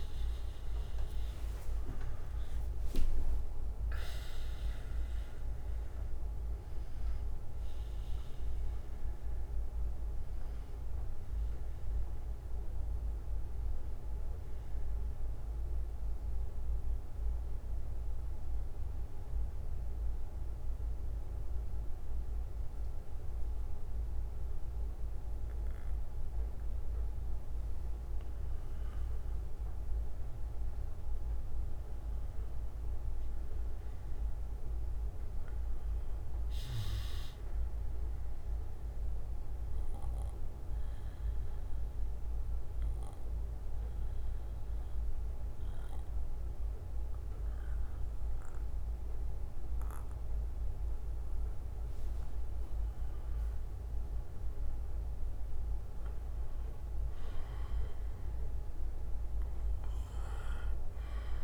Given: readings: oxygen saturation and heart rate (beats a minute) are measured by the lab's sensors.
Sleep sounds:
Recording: breathing in sleep, hard to hear, by a room microphone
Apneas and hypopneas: 2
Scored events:
0.00-4.00 s: arousal
14.00-28.00 s: bradycardia (device-marked, heart rate 60 before, 49 extreme)
15.00-26.00 s: oxygen desaturation (device-marked, oxygen 95% before, 92% lowest, heart rate 72 before, 49 extreme)
16.00-27.50 s: central apnea (oxygen 97% before, 92% lowest, heart rate 72 before, 49 extreme, up 17 after)
30.00-34.00 s: arousal
34.00-53.00 s: bradycardia (device-marked, heart rate 60 before, 55 extreme)
40.00-53.00 s: mixed apnea (oxygen 97% before, 93% lowest, heart rate 58 before, 52 extreme, up 12 after)
56.00-59.50 s: arousal
57.00-61.44 s: bradycardia (device-marked, heart rate 60 before, 52 extreme)
From the record:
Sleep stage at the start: N2 (light sleep)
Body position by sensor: on the back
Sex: male

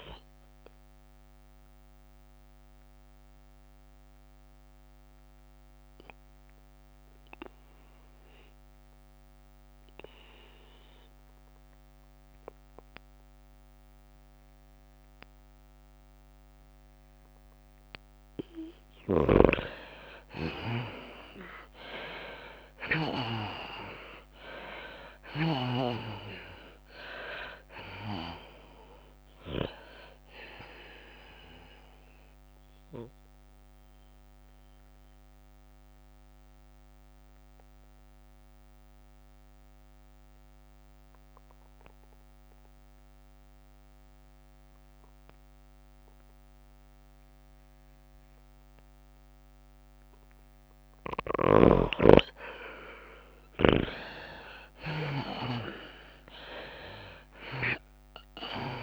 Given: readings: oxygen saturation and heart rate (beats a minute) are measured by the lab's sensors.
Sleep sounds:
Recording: breathing in sleep by a microphone on the trachea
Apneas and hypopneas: 2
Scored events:
0.00-8.00 s: drop in pulse transit time (device-marked, heart rate 100 extreme)
0.00-8.00 s: tachycardia (device-marked, heart rate 105 extreme)
0.00-17.00 s: oxygen desaturation (device-marked, oxygen 83% lowest, heart rate 94 extreme)
1.50-19.50 s: mixed apnea (oxygen 97% before, 83% lowest, heart rate 98 before, 97 extreme, up 6 after)
21.00-37.00 s: tachycardia (device-marked, heart rate 104 before, 105 extreme)
22.50-25.50 s: arousal
26.00-43.00 s: oxygen desaturation (device-marked, oxygen 99% before, 86% lowest, heart rate 100 before, 93 extreme)
33.50-52.50 s: mixed apnea (oxygen 99% before, 79% lowest, heart rate 100 before, 93 extreme, up 10 after)
52.00-58.83 s: oxygen desaturation (device-marked, oxygen 98% before, 84% lowest, heart rate 98 before, 92 extreme)
54.50-57.50 s: arousal
55.00-58.83 s: tachycardia (device-marked, heart rate 103 before, 106 extreme)
57.00-58.83 s: drop in pulse transit time (device-marked, heart rate 97 before, 100 extreme)
From the record:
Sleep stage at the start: N2 (light sleep)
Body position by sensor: on the back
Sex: female

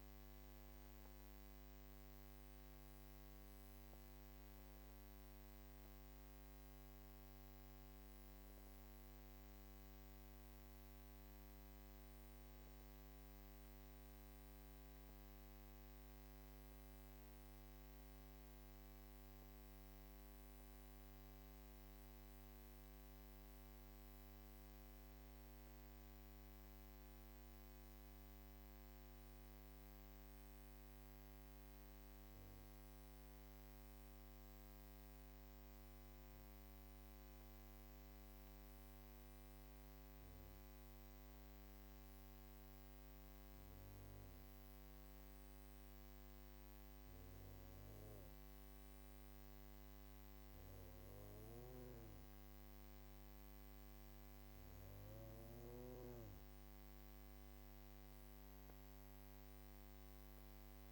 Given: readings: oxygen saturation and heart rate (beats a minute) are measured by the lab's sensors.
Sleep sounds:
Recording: breathing in sleep, hard to hear, by a microphone on the trachea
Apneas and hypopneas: 1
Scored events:
0.00-1.00 s: arousal
27.00-54.50 s: hypopnea (oxygen 96% before, 94% lowest)
56.50-60.00 s: arousal
From the record:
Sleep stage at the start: N1 (lightest sleep)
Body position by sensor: on the back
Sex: female

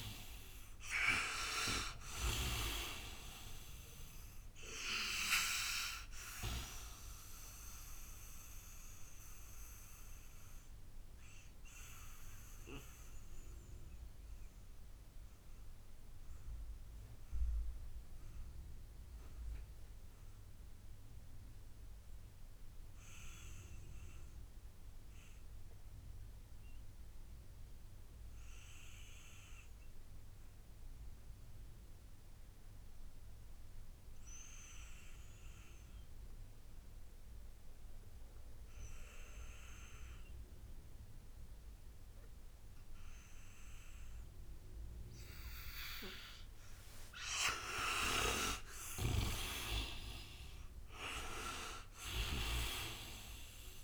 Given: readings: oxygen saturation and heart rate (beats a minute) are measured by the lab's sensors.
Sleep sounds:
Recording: breathing in sleep by a room microphone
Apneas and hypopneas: 1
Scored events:
0.00-27.50 s: oxygen desaturation (device-marked, oxygen 79% lowest, heart rate 53 extreme)
7.50-47.00 s: mixed apnea (oxygen 98% before, 78% lowest, heart rate 65 before, 53 extreme, up 10 after)
41.50-53.84 s: oxygen desaturation (device-marked, oxygen 98% before, 78% lowest, heart rate 59 before, 53 extreme)
48.00-52.00 s: arousal
48.50-52.00 s: snoring (device-marked)
From the record:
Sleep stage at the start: N2 (light sleep)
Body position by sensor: on the right side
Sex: male

